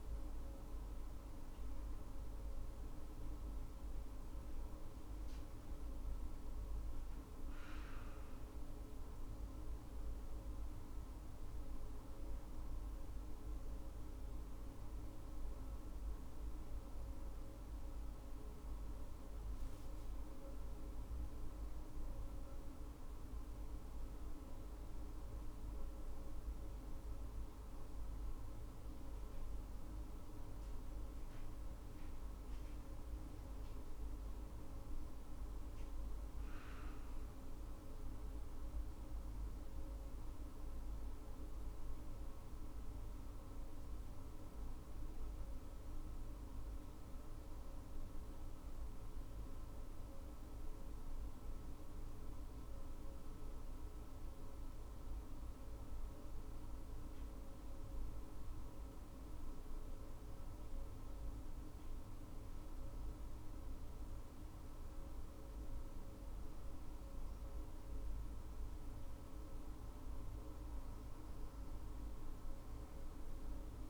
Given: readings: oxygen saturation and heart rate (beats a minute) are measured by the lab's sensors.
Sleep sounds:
breathing in sleep, hard to hear, by a room microphone; none
none scored
From the record:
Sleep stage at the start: N2 (light sleep); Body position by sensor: on the right side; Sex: female

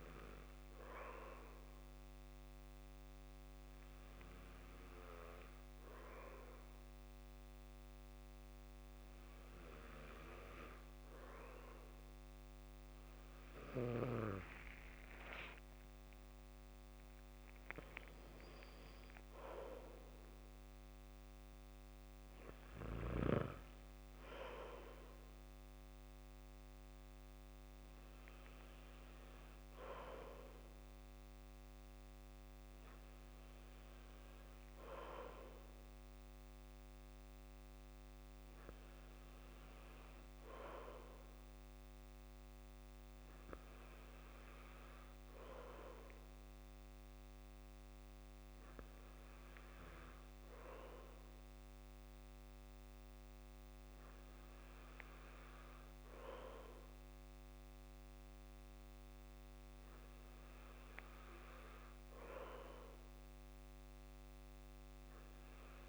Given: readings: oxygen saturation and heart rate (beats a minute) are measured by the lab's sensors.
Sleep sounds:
breathing in sleep by a microphone on the trachea; none
none scored
From the record:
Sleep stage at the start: N2 (light sleep); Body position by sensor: on the back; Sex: male

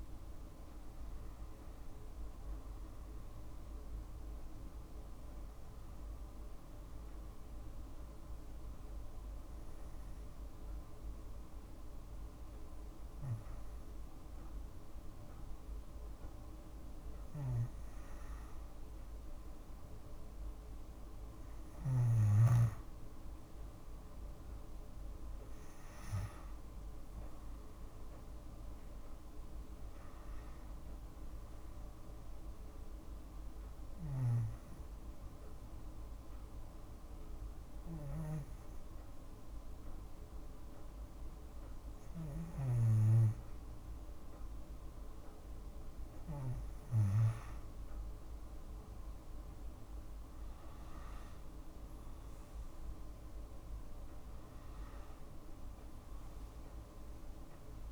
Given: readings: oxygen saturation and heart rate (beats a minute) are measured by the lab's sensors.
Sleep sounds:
breathing in sleep by a room microphone; 2
0.00-12.50 s: oxygen desaturation (device-marked, oxygen 94% lowest, heart rate 59 extreme)
2.50-57.92 s: new sleep stage, N2 (light sleep)
7.00-18.50 s: hypopnea (oxygen 98% before, 92% lowest, heart rate 69 before, 59 extreme, up 3 after)
21.50-25.50 s: arousal
26.50-38.50 s: oxygen desaturation (device-marked, oxygen 96% before, 92% lowest, heart rate 61 before, 60 extreme)
33.50-43.50 s: obstructive apnea (oxygen 96% before, 92% lowest, heart rate 61 before, 60 extreme, up 2 after)
47.00-51.00 s: arousal
51.50-57.92 s: oxygen desaturation (device-marked, oxygen 96% before, 92% lowest, heart rate 61 before, 59 extreme)
From the record:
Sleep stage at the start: N1 (lightest sleep); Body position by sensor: on the left side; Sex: female

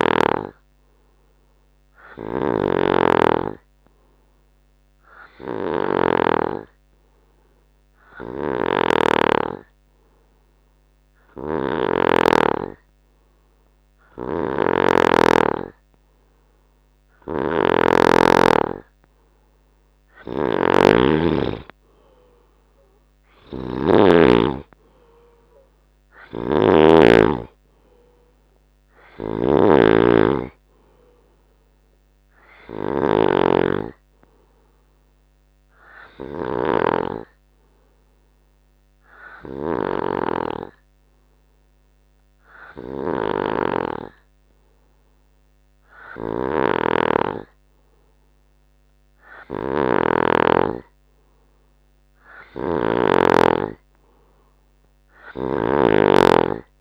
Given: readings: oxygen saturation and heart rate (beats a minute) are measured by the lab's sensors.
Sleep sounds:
breathing in sleep by a microphone on the trachea; 2
1.50-19.50 s: obstructive apnea (oxygen 95% before, 91% lowest, heart rate 74 before, 68 extreme, up 9 after)
2.50-6.50 s: snoring (device-marked)
8.50-50.50 s: snoring (device-marked)
21.00-24.00 s: arousal
22.50-36.50 s: oxygen desaturation (device-marked, oxygen 95% before, 91% lowest, heart rate 73 before, 68 extreme)
35.50-49.00 s: obstructive apnea (oxygen 95% before, 93% lowest, heart rate 75 before, 69 extreme, up 6 after)
52.00-55.00 s: arousal
52.50-56.81 s: snoring (device-marked)
From the record:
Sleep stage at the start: N2 (light sleep); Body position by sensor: on the right side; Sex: male

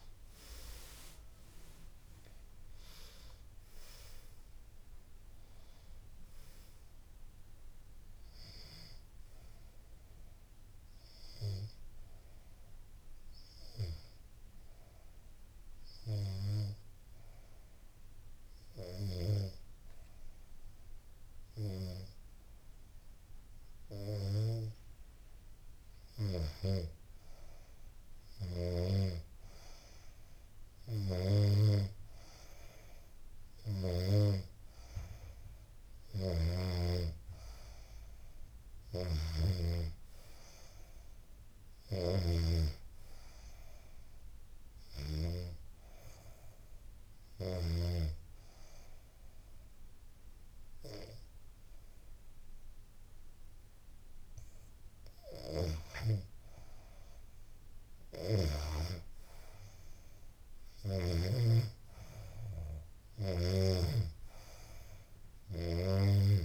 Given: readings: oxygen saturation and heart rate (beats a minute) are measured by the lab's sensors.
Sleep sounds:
breathing in sleep by a room microphone; 2
0.00-17.00 s: oxygen desaturation (device-marked, oxygen 87% lowest, heart rate 73 extreme)
11.50-25.00 s: hypopnea (oxygen 94% before, 87% lowest, heart rate 78 before, 73 extreme, up 3 after)
27.00-30.00 s: arousal
35.00-46.50 s: snoring (device-marked)
44.00-54.00 s: hypopnea (oxygen 98% before, 92% lowest, heart rate 76 before, 72 extreme, up 4 after)
57.00-61.00 s: arousal
62.00-66.45 s: snoring (device-marked)
From the record:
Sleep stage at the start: N2 (light sleep); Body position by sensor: on the back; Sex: female

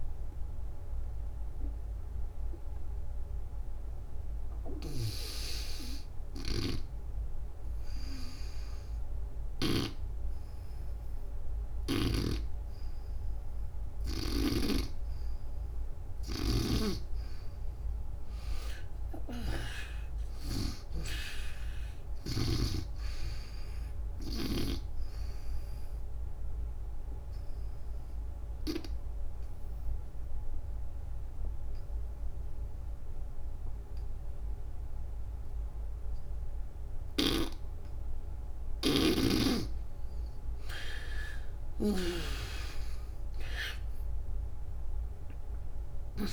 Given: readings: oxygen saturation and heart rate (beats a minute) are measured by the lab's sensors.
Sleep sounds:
breathing in sleep by a room microphone; 2
0.00-2.00 s: arousal
0.00-14.50 s: oxygen desaturation (device-marked, oxygen 73% lowest, heart rate 66 extreme)
4.00-9.50 s: snoring (device-marked)
6.00-16.00 s: obstructive apnea (oxygen 97% before, 73% lowest, heart rate 88 before, 65 extreme, up 13 after)
11.50-22.00 s: snoring (device-marked)
20.00-23.50 s: arousal
26.00-37.50 s: obstructive apnea (oxygen 98% before, 78% lowest, heart rate 81 before, 64 extreme, up 15 after)
27.50-34.50 s: oxygen desaturation (device-marked, oxygen 98% before, 86% lowest, heart rate 79 before, 64 extreme)
38.50-42.00 s: snoring (device-marked)
41.50-45.50 s: arousal
41.50-46.33 s: oxygen desaturation (device-marked, oxygen 94% before, 78% lowest, heart rate 75 before, 68 extreme)
From the record:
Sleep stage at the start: N2 (light sleep); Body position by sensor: on the back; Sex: female

